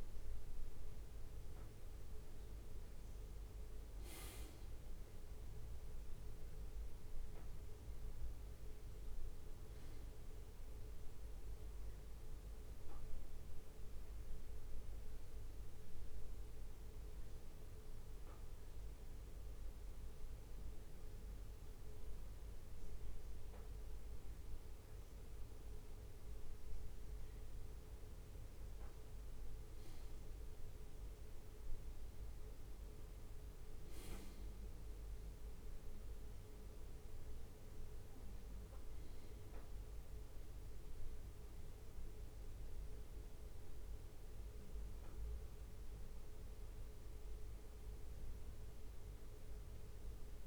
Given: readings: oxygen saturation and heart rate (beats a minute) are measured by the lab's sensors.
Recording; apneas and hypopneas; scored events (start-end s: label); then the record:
a person partly awake in a sleep study, hard to hear, by a room microphone; 1
11.00-24.00 s: mixed apnea (oxygen 99% before, 95% lowest, heart rate 60 before, 60 extreme, up 2 after)
11.00-50.47 s: new sleep stage, N1 (lightest sleep)
26.50-31.00 s: arousal
33.00-50.47 s: oxygen desaturation (device-marked, oxygen 98% before, 95% lowest, heart rate 61 before, 61 extreme)
From the record:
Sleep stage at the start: awake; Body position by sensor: on the right side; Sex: male